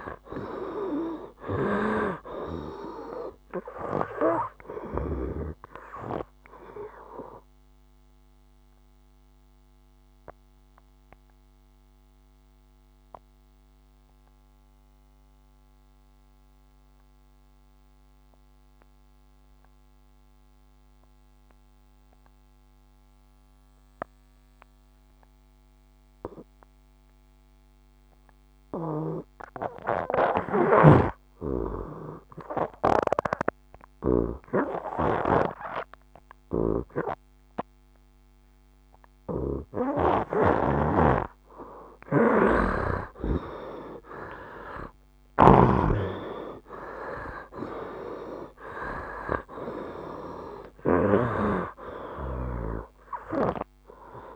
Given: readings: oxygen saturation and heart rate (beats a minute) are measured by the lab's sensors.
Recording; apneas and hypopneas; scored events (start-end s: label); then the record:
breathing in sleep by a microphone on the trachea; 1
0.00-30.00 s: oxygen desaturation (device-marked, oxygen 79% lowest, heart rate 61 extreme)
7.00-40.50 s: obstructive apnea (oxygen 96% before, 79% lowest, heart rate 74 before, 61 extreme, up 11 after)
40.50-45.50 s: snoring (device-marked)
43.50-47.50 s: arousal
49.00-54.36 s: oxygen desaturation (device-marked, oxygen 91% before, 79% lowest, heart rate 70 before, 63 extreme)
From the record:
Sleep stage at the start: N2 (light sleep); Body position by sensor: on the right side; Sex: male